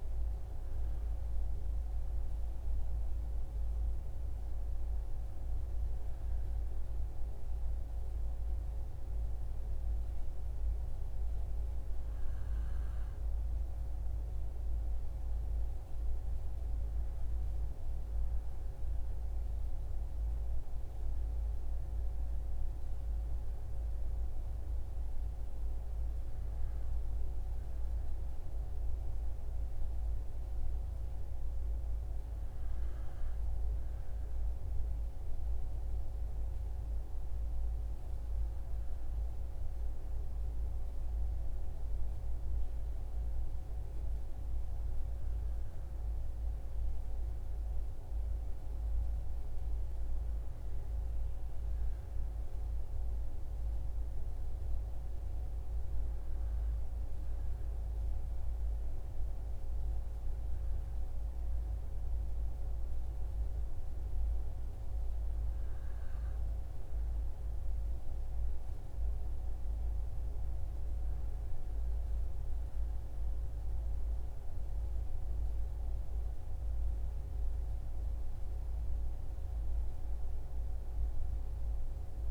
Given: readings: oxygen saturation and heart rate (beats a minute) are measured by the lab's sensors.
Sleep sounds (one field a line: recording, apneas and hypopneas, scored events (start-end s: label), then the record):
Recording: breathing in sleep, hard to hear, by a room microphone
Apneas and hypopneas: 2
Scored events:
6.50-17.00 s: mixed apnea (oxygen 96% before, 95% lowest, heart rate 63 before, 60 extreme, up 10 after)
20.50-25.00 s: arousal
58.00-70.50 s: hypopnea (oxygen 96% before, 94% lowest, heart rate 64 before, 58 extreme, up 7 after)
73.00-76.50 s: arousal
From the record:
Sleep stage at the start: REM sleep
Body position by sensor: on the back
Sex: male